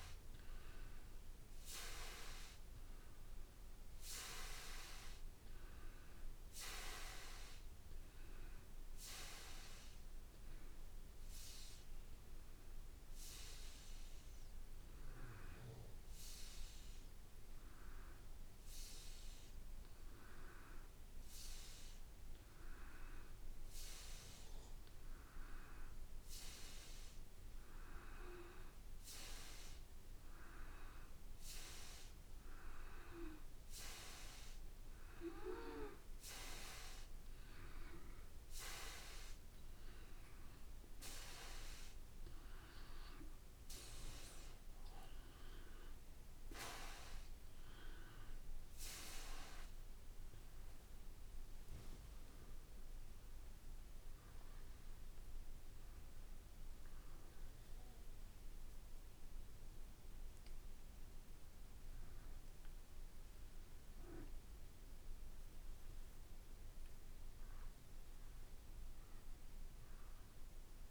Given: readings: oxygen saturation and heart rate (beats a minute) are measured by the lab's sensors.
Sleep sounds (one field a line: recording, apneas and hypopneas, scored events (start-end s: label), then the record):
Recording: breathing in sleep by a room microphone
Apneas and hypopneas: 1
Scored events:
0.00-12.50 s: oxygen desaturation (device-marked, oxygen 91% lowest, heart rate 56 extreme)
12.00-37.00 s: hypopnea (oxygen 97% before, 90% lowest, heart rate 60 before, 56 extreme, up 3 after)
53.50-59.00 s: arousal
From the record:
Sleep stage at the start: N2 (light sleep)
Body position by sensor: on the back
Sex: male